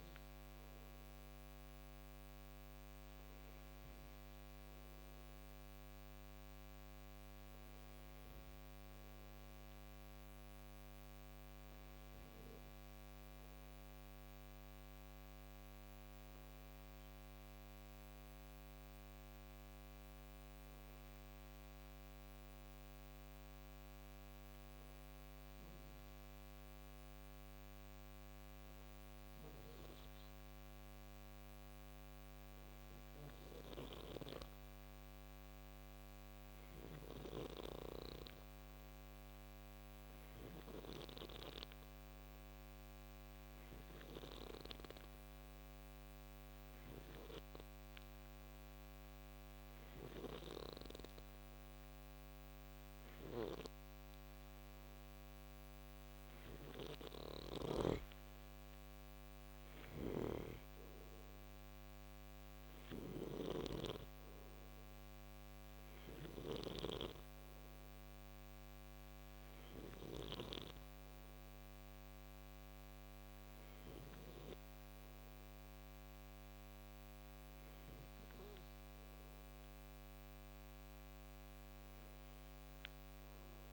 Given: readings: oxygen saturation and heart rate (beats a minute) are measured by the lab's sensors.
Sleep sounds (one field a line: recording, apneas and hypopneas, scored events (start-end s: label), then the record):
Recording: breathing in sleep by a microphone on the trachea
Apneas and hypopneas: 1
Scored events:
8.50-53.50 s: hypopnea (oxygen 96% before, 91% lowest, heart rate 57 before, 54 extreme, up 5 after)
31.50-36.50 s: oxygen desaturation (device-marked, oxygen 97% before, 94% lowest, heart rate 57 before, 56 extreme)
52.50-57.00 s: snoring (device-marked)
56.50-60.50 s: arousal
59.00-70.00 s: snoring (device-marked)
From the record:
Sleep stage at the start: N2 (light sleep)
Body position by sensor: on the right side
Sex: male